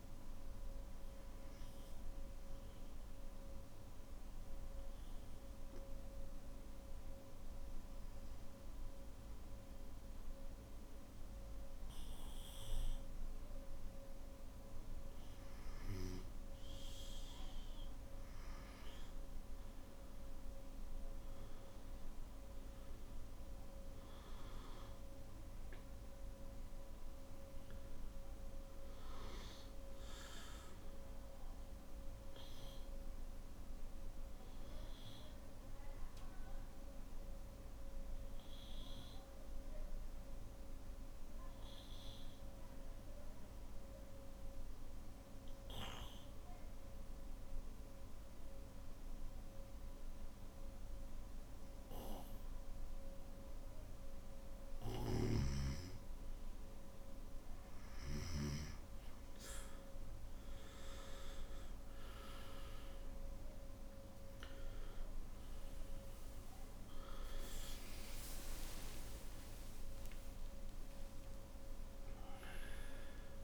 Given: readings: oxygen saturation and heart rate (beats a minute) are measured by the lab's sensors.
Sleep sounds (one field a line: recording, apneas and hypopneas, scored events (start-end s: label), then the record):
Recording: breathing in sleep, hard to hear, by a room microphone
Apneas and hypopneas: 2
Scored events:
0.00-3.50 s: oxygen desaturation (device-marked, oxygen 93% lowest, heart rate 52 extreme)
2.00-14.50 s: obstructive apnea (oxygen 97% before, 91% lowest, heart rate 56 before, 54 extreme, up 7 after)
19.50-32.50 s: oxygen desaturation (device-marked, oxygen 97% before, 94% lowest, heart rate 57 before, 53 extreme)
37.50-73.44 s: new sleep stage, N3 (deep sleep)
38.00-53.50 s: obstructive apnea (oxygen 98% before, 91% lowest, heart rate 59 before, 54 extreme, up 13 after)
62.50-73.44 s: oxygen desaturation (device-marked, oxygen 97% before, 91% lowest, heart rate 59 before, 52 extreme)
From the record:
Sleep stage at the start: N2 (light sleep)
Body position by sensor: on the back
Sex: male